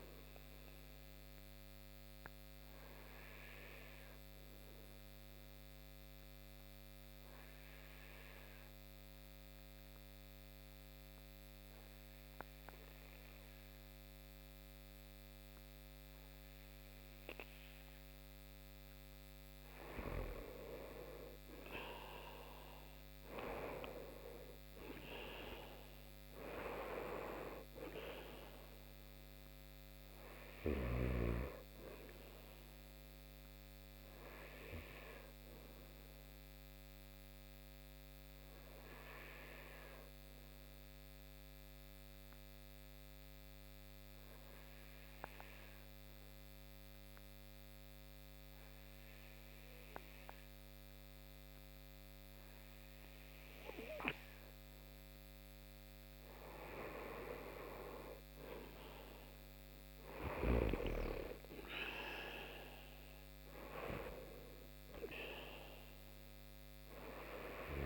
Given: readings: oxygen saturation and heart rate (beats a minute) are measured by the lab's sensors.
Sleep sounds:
breathing in sleep by a microphone on the trachea; 2
0.00-15.00 s: oxygen desaturation (device-marked, oxygen 87% lowest)
1.00-17.50 s: obstructive apnea (oxygen 94% before, 87% lowest)
22.00-27.50 s: arousal
23.00-48.00 s: oxygen desaturation (device-marked, oxygen 96% before, 88% lowest)
35.50-54.00 s: obstructive apnea (oxygen 96% before, 88% lowest)
58.00-62.50 s: arousal
From the record:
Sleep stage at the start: N2 (light sleep); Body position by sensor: on the right side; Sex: male

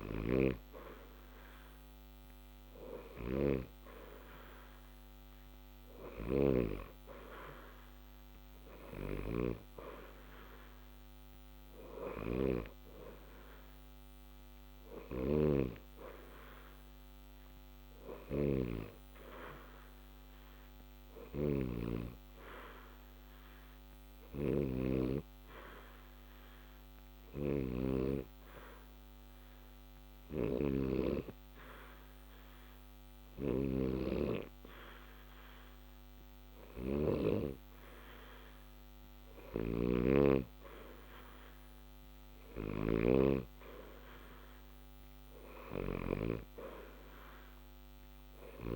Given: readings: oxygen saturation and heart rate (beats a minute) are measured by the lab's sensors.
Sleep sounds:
breathing in sleep by a microphone on the trachea; 1
23.50-37.00 s: hypopnea (oxygen 90% before, 88% lowest, heart rate 60 before, 60 extreme, up 2 after)
40.00-43.50 s: arousal
From the record:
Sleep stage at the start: N2 (light sleep); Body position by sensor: on the back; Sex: male

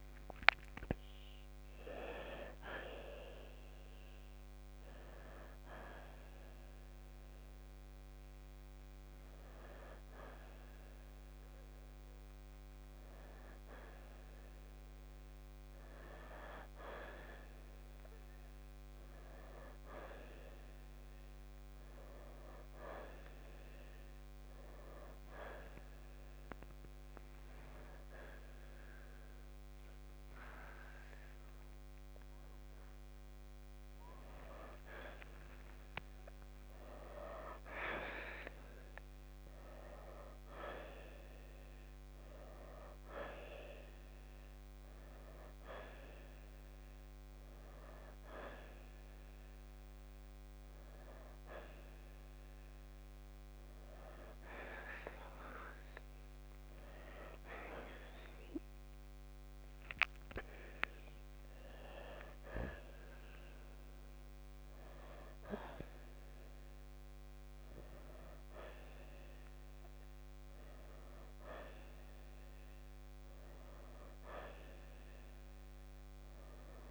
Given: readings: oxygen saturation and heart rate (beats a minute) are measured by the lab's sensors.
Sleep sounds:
a person awake in a sleep study, by a microphone on the trachea; none
44.50-62.50 s: oxygen desaturation (device-marked, oxygen 94% before, 90% lowest, heart rate 70 before, 67 extreme)
From the record:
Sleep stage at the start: awake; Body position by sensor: on the right side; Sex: male

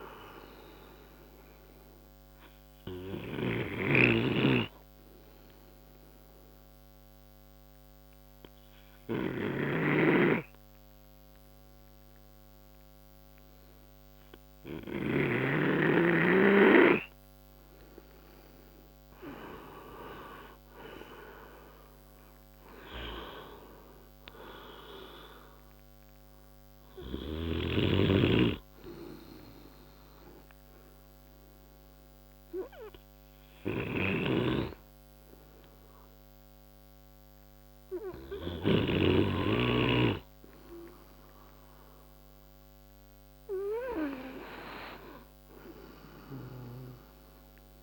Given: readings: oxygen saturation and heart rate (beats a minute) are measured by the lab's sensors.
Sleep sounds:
breathing in sleep by a microphone on the trachea; 2
0.00-16.50 s: oxygen desaturation (device-marked, oxygen 93% lowest)
0.50-17.50 s: obstructive apnea (oxygen 98% before, 91% lowest)
19.00-23.00 s: arousal
26.50-41.50 s: obstructive apnea (oxygen 95% before, 91% lowest, heart rate 58 before, 40 extreme, up 17 after)
43.00-46.00 s: arousal
From the record:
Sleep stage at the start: N2 (light sleep); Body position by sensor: on the right side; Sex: male

